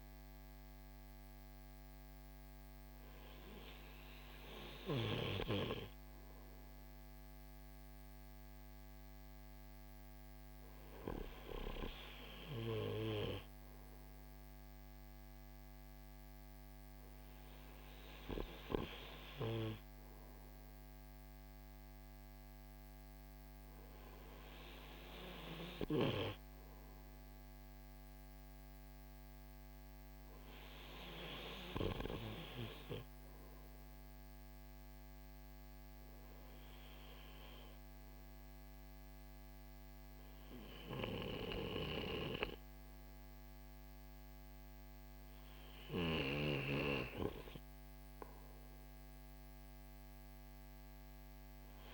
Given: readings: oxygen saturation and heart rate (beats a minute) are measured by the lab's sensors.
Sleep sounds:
breathing in sleep by a microphone on the trachea; none
none scored
From the record:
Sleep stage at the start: N2 (light sleep); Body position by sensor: on the right side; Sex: male

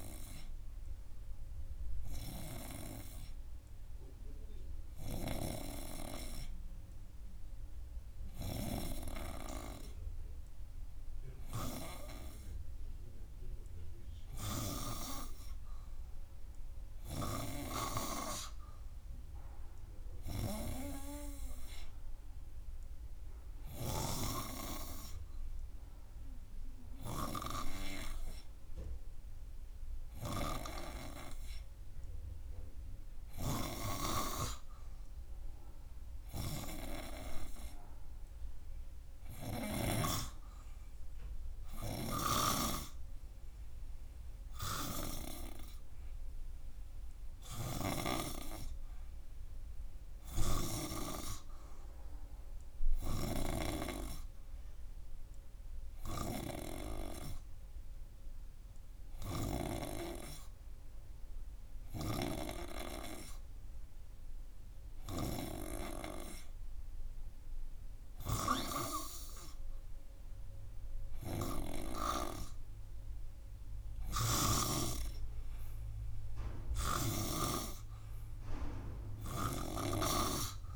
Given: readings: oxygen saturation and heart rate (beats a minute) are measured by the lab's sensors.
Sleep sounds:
breathing in sleep by a room microphone; none
none scored
From the record:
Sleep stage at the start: N2 (light sleep); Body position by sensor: on the front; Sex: male

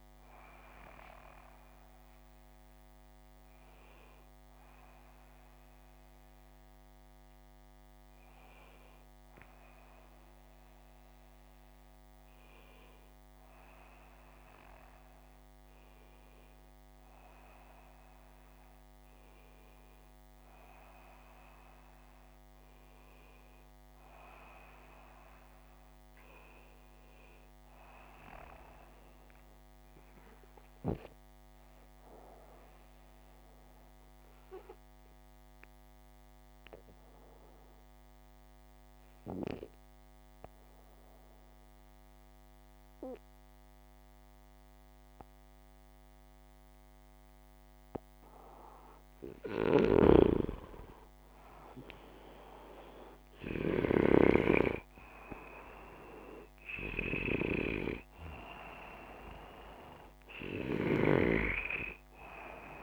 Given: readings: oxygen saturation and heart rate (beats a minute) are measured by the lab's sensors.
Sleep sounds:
breathing in sleep by a microphone on the trachea; 1
31.50-47.50 s: obstructive apnea (oxygen 97% before, 93% lowest, heart rate 61 before, 61 extreme, up 4 after)
49.00-53.00 s: arousal
61.50-62.83 s: new sleep stage, N2 (light sleep)
From the record:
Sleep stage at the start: N1 (lightest sleep); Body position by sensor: upright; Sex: male

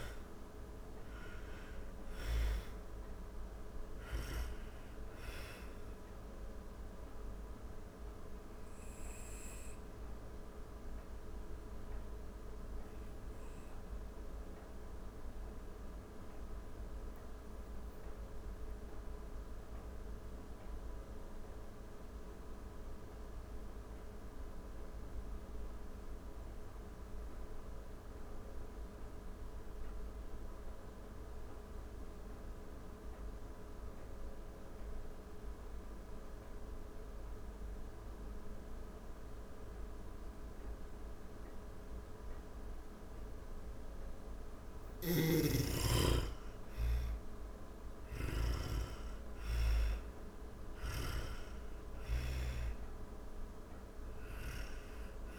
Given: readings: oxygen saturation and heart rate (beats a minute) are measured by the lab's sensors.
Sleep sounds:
breathing in sleep by a room microphone; 1
0.00-22.50 s: oxygen desaturation (device-marked, oxygen 84% lowest)
7.00-42.50 s: obstructive apnea (oxygen 99% before, 83% lowest)
41.50-55.39 s: oxygen desaturation (device-marked, oxygen 98% before, 83% lowest)
45.00-50.00 s: arousal
From the record:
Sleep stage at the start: N2 (light sleep); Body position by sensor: on the back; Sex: female

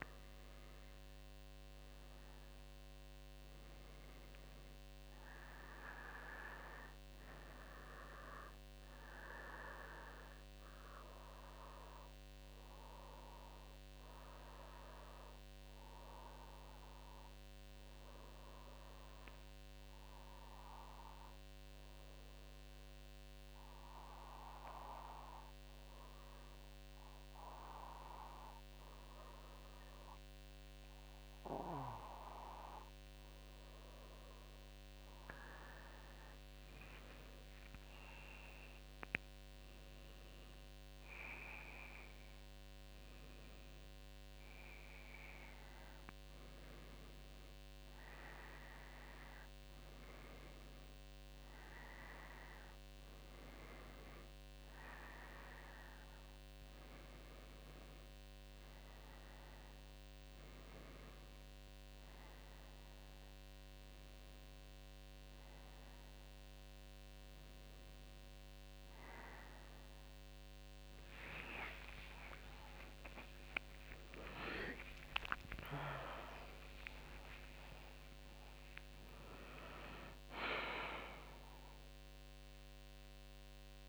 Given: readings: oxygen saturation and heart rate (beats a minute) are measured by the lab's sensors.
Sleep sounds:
breathing in sleep by a microphone on the trachea; 1
21.00-33.00 s: hypopnea (oxygen 97% before, 95% lowest, heart rate 57 before, 54 extreme, up 7 after)
35.00-38.50 s: arousal
72.50-78.00 s: arousal
79.50-83.89 s: new sleep stage, N1 (lightest sleep)
From the record:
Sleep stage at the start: N2 (light sleep); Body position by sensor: on the back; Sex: female

